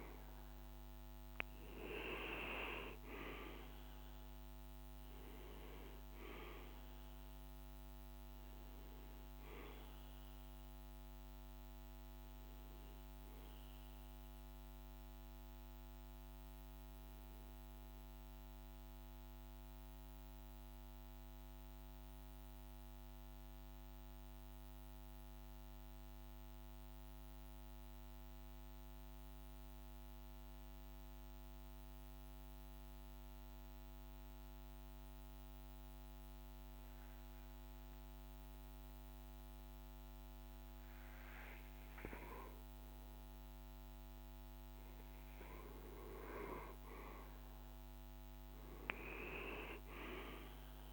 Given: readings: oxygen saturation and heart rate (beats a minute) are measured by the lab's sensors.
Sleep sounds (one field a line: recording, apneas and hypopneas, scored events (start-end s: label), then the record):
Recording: breathing in sleep by a microphone on the trachea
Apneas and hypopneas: 1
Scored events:
0.00-20.00 s: oxygen desaturation (device-marked, oxygen 91% lowest, heart rate 52 extreme)
19.00-30.00 s: central apnea (oxygen 96% before, 89% lowest, heart rate 58 before, 53 extreme, up 1 after)
32.50-35.50 s: arousal
40.00-50.93 s: oxygen desaturation (device-marked, oxygen 98% before, 89% lowest, heart rate 54 before, 52 extreme)
From the record:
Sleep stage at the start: N2 (light sleep)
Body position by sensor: on the right side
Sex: male